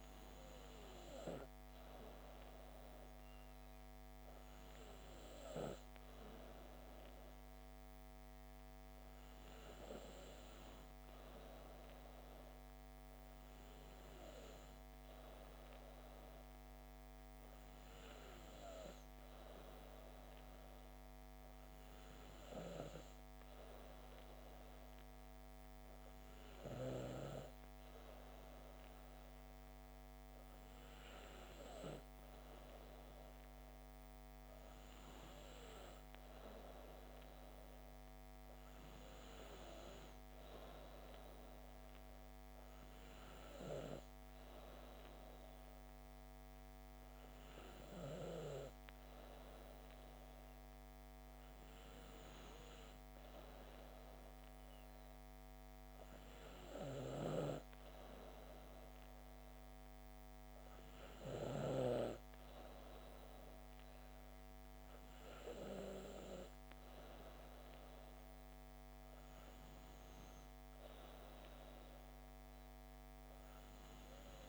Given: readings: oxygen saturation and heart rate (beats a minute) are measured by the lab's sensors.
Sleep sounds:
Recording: breathing in sleep by a microphone on the trachea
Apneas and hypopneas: none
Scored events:
none scored
From the record:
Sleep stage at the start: N2 (light sleep)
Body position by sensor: on the back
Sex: female

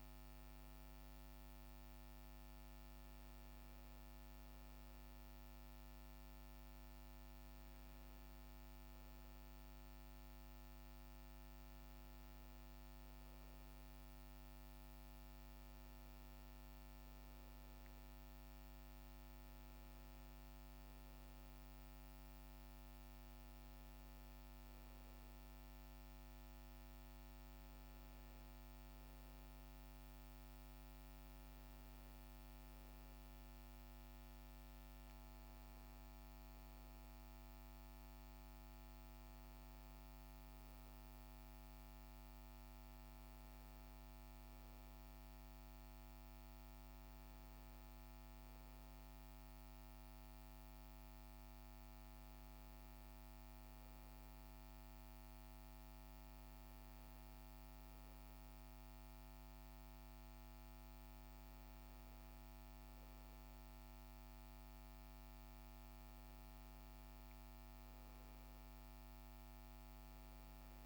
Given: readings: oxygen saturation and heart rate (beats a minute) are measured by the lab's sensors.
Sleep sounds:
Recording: breathing in sleep, hard to hear, by a microphone on the trachea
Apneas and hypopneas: none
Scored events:
none scored
From the record:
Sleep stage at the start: N2 (light sleep)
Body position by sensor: on the right side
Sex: male

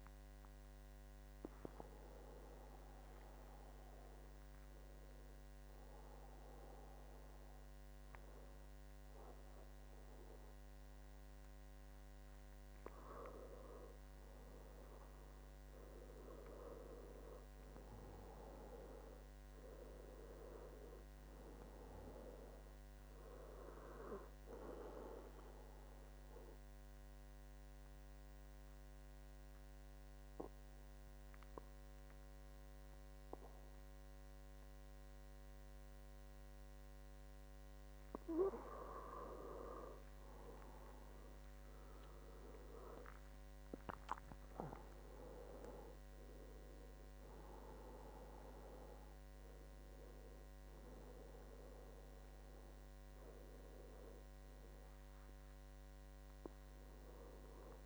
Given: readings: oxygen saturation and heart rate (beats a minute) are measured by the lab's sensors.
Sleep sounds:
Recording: breathing in sleep by a microphone on the trachea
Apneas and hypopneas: 2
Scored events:
0.50-13.00 s: hypopnea (oxygen 98% before, 92% lowest, heart rate 81 before, 68 extreme, up 7 after)
15.00-19.00 s: arousal
19.50-34.50 s: oxygen desaturation (device-marked, oxygen 97% before, 94% lowest, heart rate 73 before, 69 extreme)
26.00-38.50 s: mixed apnea (oxygen 98% before, 92% lowest, heart rate 72 before, 69 extreme, up 11 after)
42.00-45.00 s: arousal
45.50-57.86 s: oxygen desaturation (device-marked, oxygen 97% before, 92% lowest, heart rate 73 before, 69 extreme)
From the record:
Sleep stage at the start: N2 (light sleep)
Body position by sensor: on the back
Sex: male

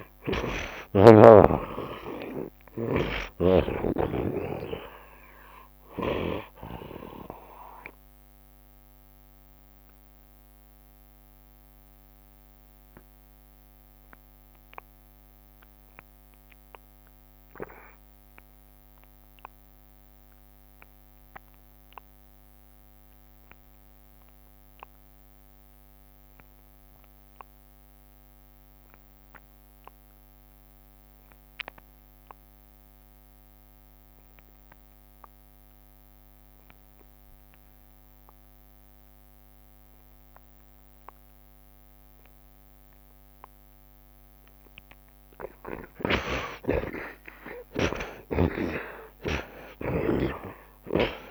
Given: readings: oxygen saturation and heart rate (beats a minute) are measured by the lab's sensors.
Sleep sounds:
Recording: breathing in sleep by a microphone on the trachea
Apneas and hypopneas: 1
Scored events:
0.00-1.00 s: arousal
0.00-2.00 s: snoring (device-marked)
0.00-8.00 s: oxygen desaturation (device-marked, oxygen 45% lowest, heart rate 56 extreme)
1.00-3.00 s: long interval between heartbeats (device-marked, heart rate 85 before, 74 extreme)
3.50-5.50 s: long interval between heartbeats (device-marked, heart rate 86 before, 64 extreme)
9.00-46.00 s: mixed apnea (oxygen 60% before, 52% lowest)
19.00-21.00 s: long interval between heartbeats (device-marked, heart rate 78 before, 85 extreme)
24.00-31.00 s: tachycardia (device-marked, heart rate 81 before, 114 extreme)
25.00-51.31 s: oxygen desaturation (device-marked, oxygen 81% before, 52% lowest)
27.50-29.50 s: long interval between heartbeats (device-marked, heart rate 79 before, 101 extreme)
32.50-34.50 s: long interval between heartbeats (device-marked, heart rate 88 before, 118 extreme)
36.50-38.50 s: long interval between heartbeats (device-marked, heart rate 93 before, 92 extreme)
38.00-50.00 s: tachycardia (device-marked, heart rate 79 before, 140 extreme)
41.00-43.00 s: long interval between heartbeats (device-marked, heart rate 97 before, 107 extreme)
43.00-45.00 s: long interval between heartbeats (device-marked, heart rate 99 before, 107 extreme)
45.50-47.50 s: long interval between heartbeats (device-marked, heart rate 102 before, 117 extreme)
47.00-51.31 s: arousal
48.50-50.50 s: long interval between heartbeats (device-marked, heart rate 108 before, 120 extreme)
From the record:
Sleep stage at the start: N2 (light sleep)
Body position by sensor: on the right side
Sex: male

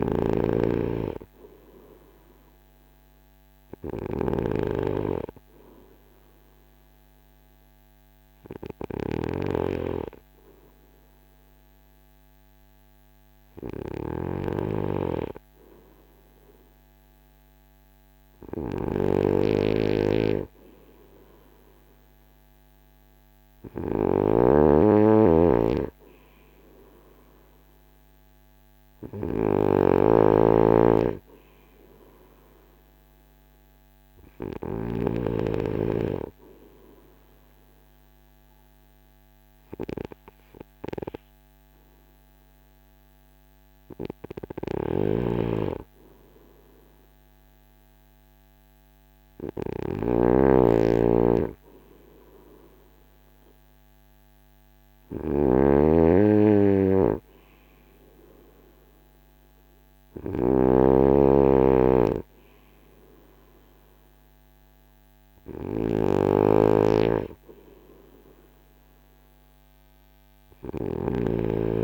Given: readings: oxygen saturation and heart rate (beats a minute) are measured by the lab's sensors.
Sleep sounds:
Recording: breathing in sleep by a microphone on the trachea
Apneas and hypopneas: none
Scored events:
0.00-34.50 s: snoring (device-marked)
44.00-71.84 s: snoring (device-marked)
From the record:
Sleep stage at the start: N2 (light sleep)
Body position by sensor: on the front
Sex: male

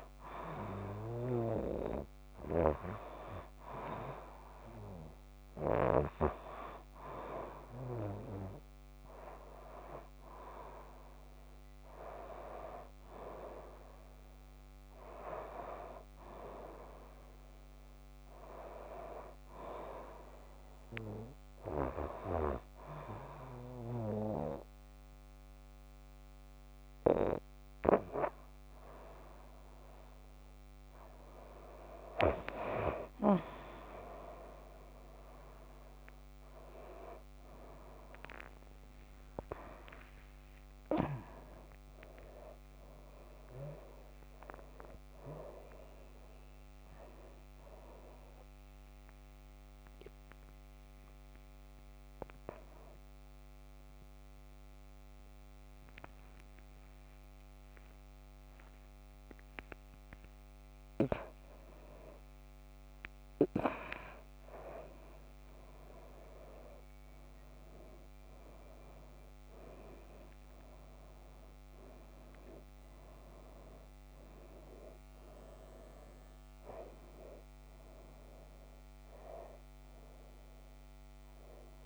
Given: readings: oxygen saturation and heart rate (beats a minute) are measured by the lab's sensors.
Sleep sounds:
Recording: a person awake in a sleep study, by a microphone on the trachea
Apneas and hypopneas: none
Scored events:
2.00-81.85 s: new sleep stage, awake
From the record:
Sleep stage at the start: N2 (light sleep)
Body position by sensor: on the back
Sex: female

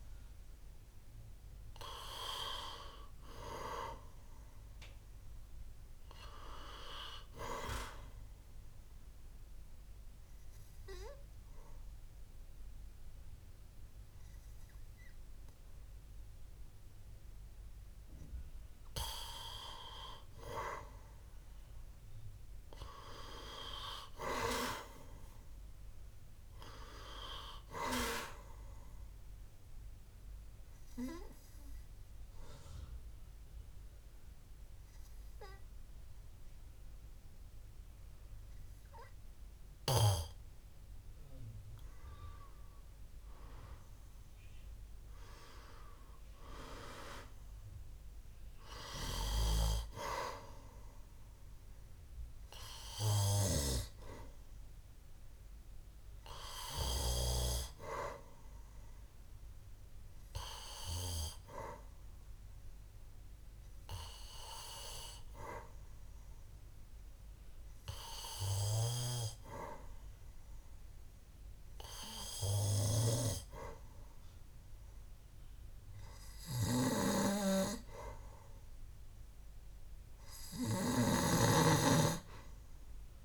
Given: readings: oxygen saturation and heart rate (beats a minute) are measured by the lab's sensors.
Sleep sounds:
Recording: breathing in sleep by a room microphone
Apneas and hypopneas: 3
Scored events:
8.00-19.00 s: obstructive apnea (oxygen 96% before, 94% lowest, heart rate 70 before, 63 extreme, up 6 after)
21.00-25.00 s: arousal
31.00-42.50 s: obstructive apnea (oxygen 98% before, 94% lowest, heart rate 66 before, 65 extreme, up 9 after)
44.50-49.00 s: arousal
53.00-65.00 s: oxygen desaturation (device-marked, oxygen 98% before, 94% lowest, heart rate 68 before, 65 extreme)
58.50-73.50 s: hypopnea (oxygen 98% before, 94% lowest, heart rate 70 before, 65 extreme, up 5 after)
76.00-78.50 s: arousal
From the record:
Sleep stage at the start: N2 (light sleep)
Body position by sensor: on the back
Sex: male

